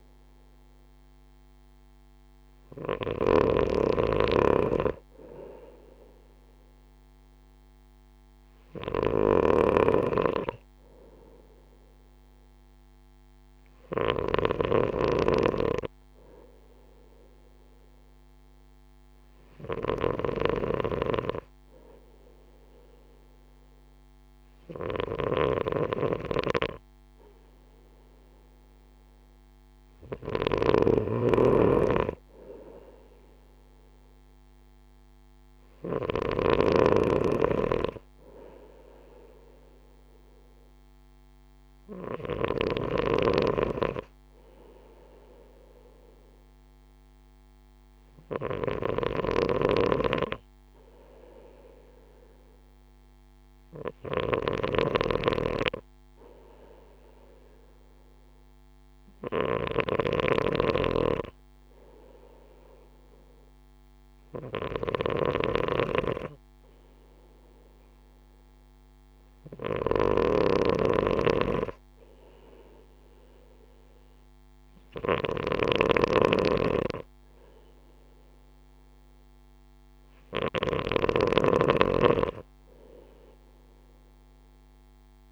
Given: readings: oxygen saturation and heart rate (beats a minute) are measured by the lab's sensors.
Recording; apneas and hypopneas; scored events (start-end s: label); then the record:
breathing in sleep by a microphone on the trachea; none
0.00-42.50 s: snoring (device-marked)
48.50-85.32 s: snoring (device-marked)
From the record:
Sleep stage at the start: N2 (light sleep); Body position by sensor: on the right side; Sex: male